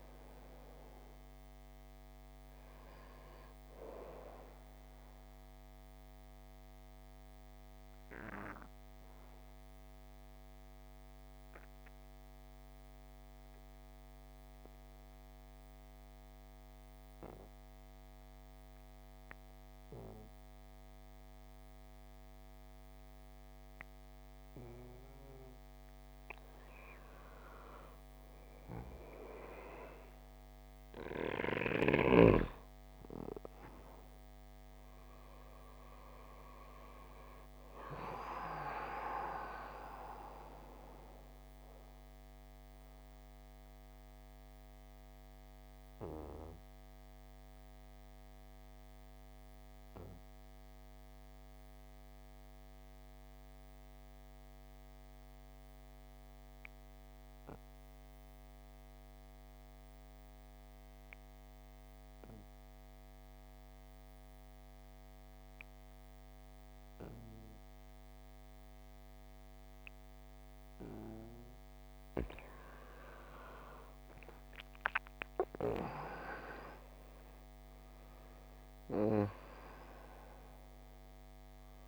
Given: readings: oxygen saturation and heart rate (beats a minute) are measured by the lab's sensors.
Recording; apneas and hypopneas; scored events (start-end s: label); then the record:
breathing in sleep by a microphone on the trachea; 2
0.00-19.50 s: oxygen desaturation (device-marked, oxygen 84% lowest, heart rate 49 extreme)
5.50-25.00 s: obstructive apnea (oxygen 98% before, 84% lowest, heart rate 61 before, 49 extreme, up 6 after)
27.00-31.50 s: arousal
30.50-60.50 s: oxygen desaturation (device-marked, oxygen 98% before, 88% lowest, heart rate 51 before, 49 extreme)
41.00-70.00 s: obstructive apnea (oxygen 98% before, 84% lowest, heart rate 55 before, 49 extreme, up 9 after)
72.00-75.50 s: arousal
72.50-81.88 s: oxygen desaturation (device-marked, oxygen 98% before, 84% lowest, heart rate 51 before, 49 extreme)
From the record:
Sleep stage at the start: N2 (light sleep); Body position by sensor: on the back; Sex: male